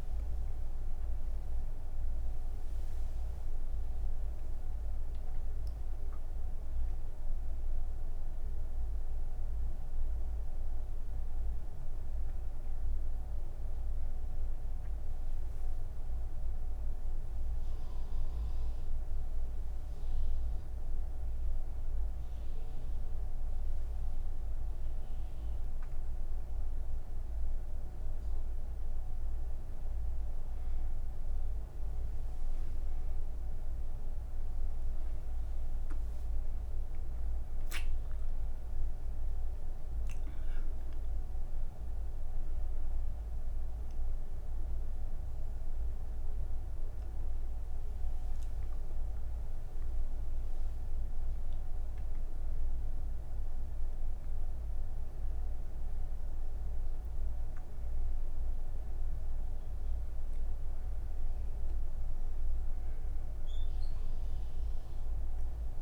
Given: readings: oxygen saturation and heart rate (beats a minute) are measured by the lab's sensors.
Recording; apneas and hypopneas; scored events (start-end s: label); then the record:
breathing in sleep, hard to hear, by a room microphone; none
38.50-62.50 s: oxygen desaturation (device-marked, oxygen 98% before, 95% lowest, heart rate 45 before, 26 extreme)
47.50-65.82 s: new sleep stage, N1 (lightest sleep)
From the record:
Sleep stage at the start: N2 (light sleep); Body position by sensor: on the right side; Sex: female